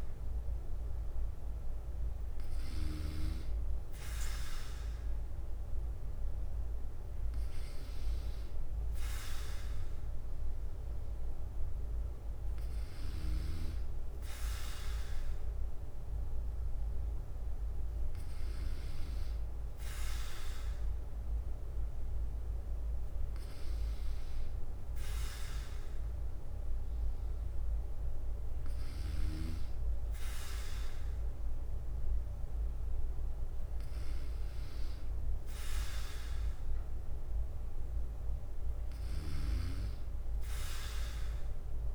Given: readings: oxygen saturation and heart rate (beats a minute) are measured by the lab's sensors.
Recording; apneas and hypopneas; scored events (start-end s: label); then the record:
breathing in sleep by a room microphone; none
0.00-41.95 s: bradycardia (device-marked, heart rate 57 extreme)
31.50-41.95 s: new sleep stage, N3 (deep sleep)
From the record:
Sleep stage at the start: N2 (light sleep); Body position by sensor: on the back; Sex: male